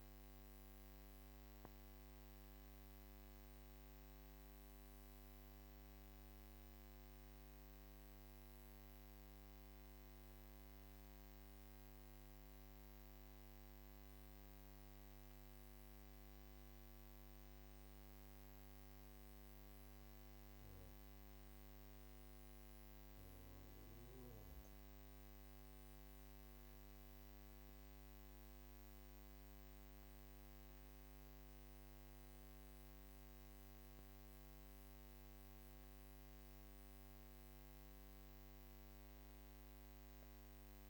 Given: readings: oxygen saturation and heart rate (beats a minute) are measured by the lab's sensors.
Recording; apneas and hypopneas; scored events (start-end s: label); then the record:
breathing in sleep, hard to hear, by a microphone on the trachea; 1
4.00-22.00 s: hypopnea (oxygen 96% before, 94% lowest)
25.50-30.00 s: arousal
From the record:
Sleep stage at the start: N1 (lightest sleep); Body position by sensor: on the back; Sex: female